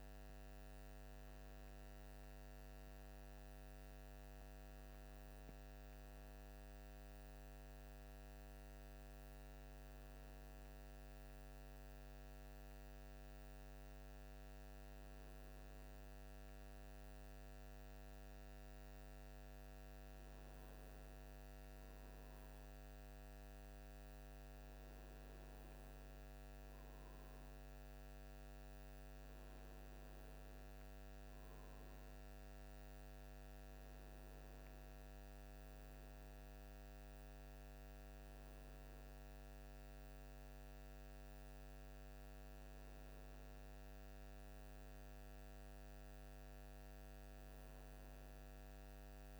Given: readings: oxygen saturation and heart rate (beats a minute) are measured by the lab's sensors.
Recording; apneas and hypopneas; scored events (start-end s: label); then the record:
breathing in sleep, hard to hear, by a microphone on the trachea; none
none scored
From the record:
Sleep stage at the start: N1 (lightest sleep); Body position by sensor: on the right side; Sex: male